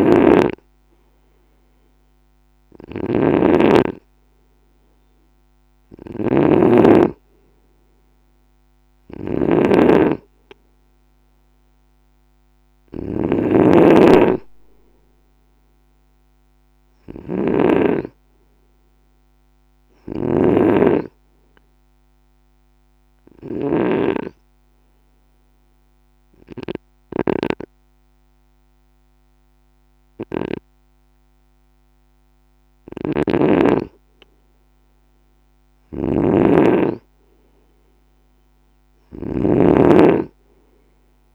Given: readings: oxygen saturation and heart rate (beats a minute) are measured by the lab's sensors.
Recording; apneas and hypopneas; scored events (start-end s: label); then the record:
breathing in sleep by a microphone on the trachea; 1
0.00-41.35 s: snoring (device-marked)
10.00-19.00 s: oxygen desaturation (device-marked, oxygen 94% before, 91% lowest, heart rate 57 before, 53 extreme)
22.00-34.00 s: obstructive apnea (oxygen 95% before, 90% lowest, heart rate 57 before, 53 extreme, up 2 after)
36.50-40.00 s: arousal
From the record:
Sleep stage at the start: N2 (light sleep); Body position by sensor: on the right side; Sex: male